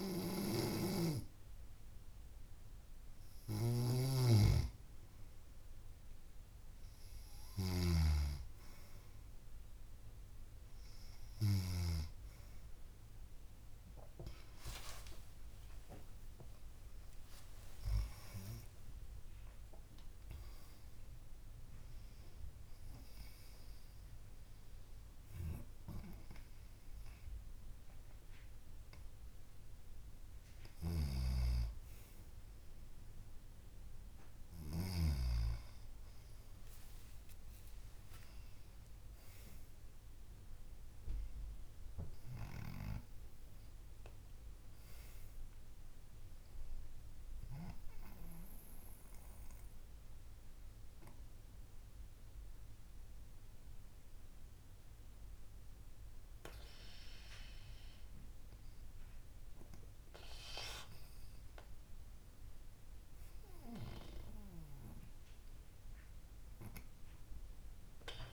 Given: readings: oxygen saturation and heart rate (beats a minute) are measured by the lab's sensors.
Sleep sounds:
breathing in sleep by a room microphone; none
13.00-68.33 s: new sleep stage, N2 (light sleep)
15.00-19.50 s: arousal
31.00-35.50 s: snoring (device-marked)
From the record:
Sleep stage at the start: N3 (deep sleep); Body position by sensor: on the back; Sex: female

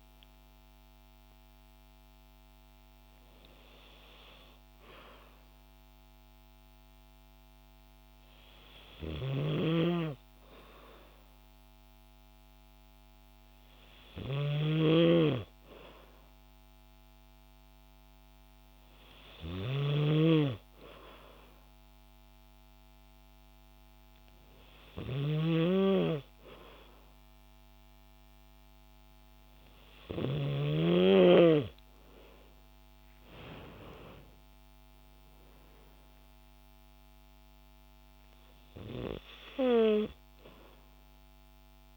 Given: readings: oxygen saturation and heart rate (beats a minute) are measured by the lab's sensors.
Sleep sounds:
breathing in sleep by a microphone on the trachea; none
32.50-36.50 s: arousal
From the record:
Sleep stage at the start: N2 (light sleep); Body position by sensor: on the back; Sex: female

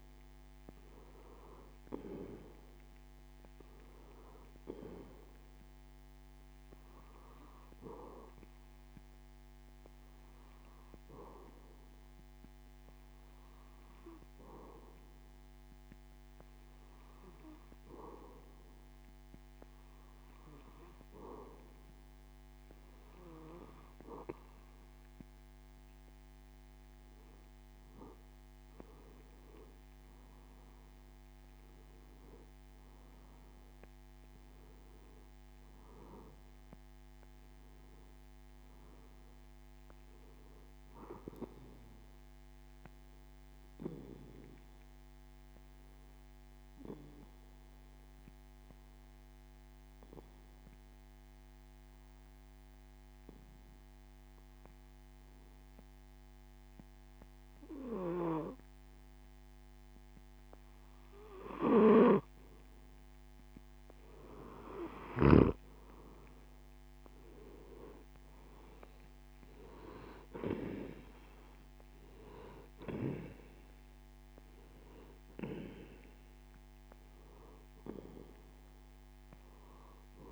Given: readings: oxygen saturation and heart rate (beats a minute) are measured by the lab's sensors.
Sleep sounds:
breathing in sleep by a microphone on the trachea; 1
32.00-37.00 s: arousal
46.00-61.00 s: obstructive apnea (oxygen 93% before, 92% lowest)
62.00-65.50 s: snoring (device-marked)
70.00-73.50 s: arousal
From the record:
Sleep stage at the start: N2 (light sleep); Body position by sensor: on the back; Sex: male

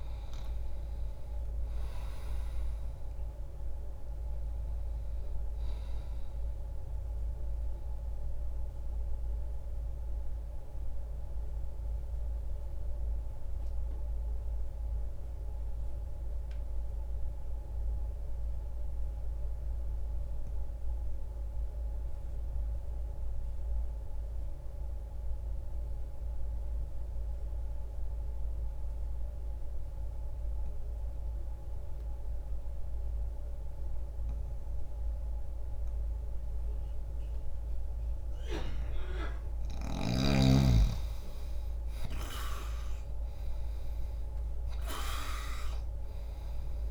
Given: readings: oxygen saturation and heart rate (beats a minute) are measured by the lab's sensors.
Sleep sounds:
breathing in sleep by a room microphone; 1
0.00-13.00 s: oxygen desaturation (device-marked, oxygen 90% lowest, heart rate 60 extreme)
7.00-39.00 s: mixed apnea (oxygen 98% before, 83% lowest, heart rate 66 before, 60 extreme, up 34 after)
20.00-33.00 s: oxygen desaturation (device-marked, oxygen 91% before, 83% lowest, heart rate 60 before, 60 extreme)
41.00-45.50 s: arousal
41.00-46.91 s: oxygen desaturation (device-marked, oxygen 97% before, 91% lowest, heart rate 69 before, 60 extreme)
From the record:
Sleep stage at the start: N2 (light sleep); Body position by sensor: on the back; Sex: male

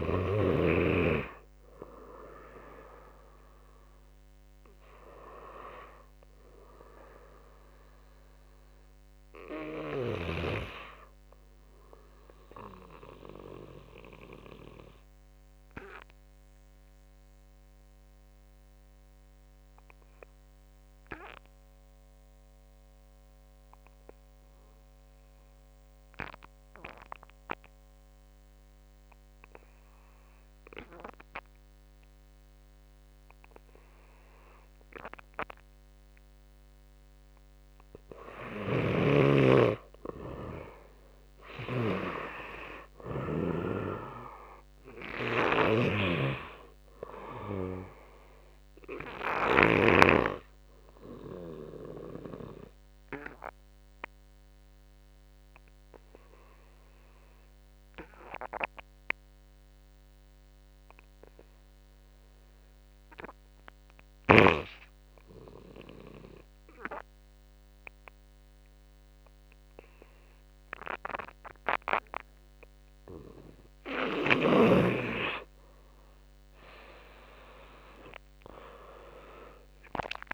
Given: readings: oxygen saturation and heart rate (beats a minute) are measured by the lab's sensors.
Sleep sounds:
breathing in sleep by a microphone on the trachea; 2
0.00-13.00 s: oxygen desaturation (device-marked, oxygen 85% lowest, heart rate 53 extreme)
0.00-21.00 s: drop in pulse transit time (device-marked, heart rate 54 extreme)
12.50-36.00 s: obstructive apnea (oxygen 95% before, 82% lowest, heart rate 64 before, 53 extreme, up 8 after)
30.00-61.00 s: oxygen desaturation (device-marked, oxygen 97% before, 84% lowest, heart rate 57 before, 55 extreme)
38.00-43.00 s: snoring (device-marked)
38.50-42.00 s: arousal
45.00-49.50 s: snoring (device-marked)
45.00-62.00 s: drop in pulse transit time (device-marked, heart rate 57 before, 61 extreme)
49.50-73.00 s: obstructive apnea (oxygen 97% before, 82% lowest, heart rate 58 before, 48 extreme, up 19 after)
67.00-80.34 s: oxygen desaturation (device-marked, oxygen 97% before, 82% lowest, heart rate 62 before, 48 extreme)
77.00-80.34 s: arousal
78.00-80.34 s: drop in pulse transit time (device-marked, heart rate 60 before, 53 extreme)
From the record:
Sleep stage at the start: N2 (light sleep); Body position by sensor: on the back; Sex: male

